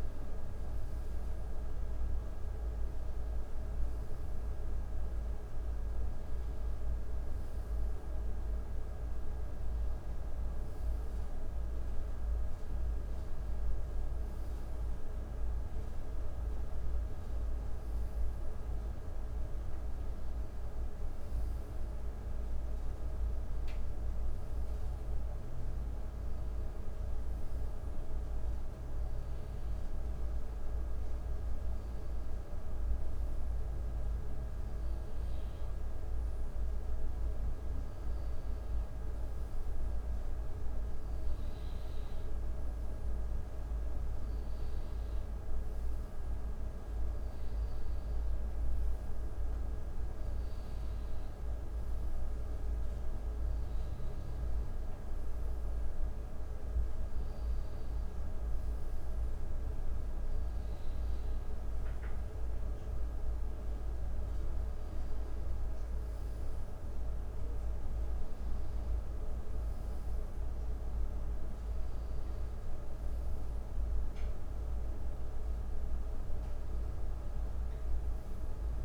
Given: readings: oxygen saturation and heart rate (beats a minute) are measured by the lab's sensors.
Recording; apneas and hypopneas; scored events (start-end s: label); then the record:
a person partly awake in a sleep study, hard to hear, by a room microphone; none
21.50-78.85 s: new sleep stage, N1 (lightest sleep)
From the record:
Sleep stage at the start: awake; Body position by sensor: on the right side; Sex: male